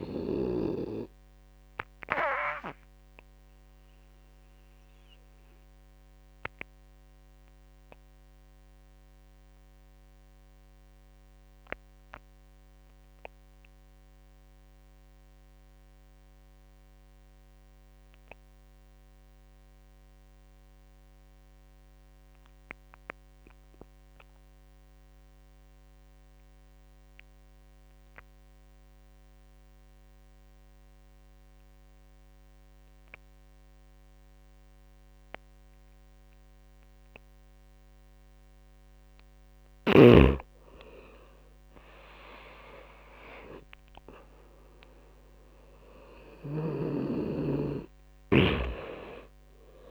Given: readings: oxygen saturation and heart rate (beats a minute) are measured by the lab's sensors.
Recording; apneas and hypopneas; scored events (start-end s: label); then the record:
breathing in sleep by a microphone on the trachea; 1
0.00-14.50 s: oxygen desaturation (device-marked, oxygen 85% lowest)
2.00-37.00 s: obstructive apnea (oxygen 98% before, 85% lowest)
39.50-49.91 s: oxygen desaturation (device-marked, oxygen 95% before, 89% lowest)
40.50-44.00 s: arousal
45.50-49.91 s: snoring (device-marked)
From the record:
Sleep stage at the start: N2 (light sleep); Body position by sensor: on the right side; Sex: male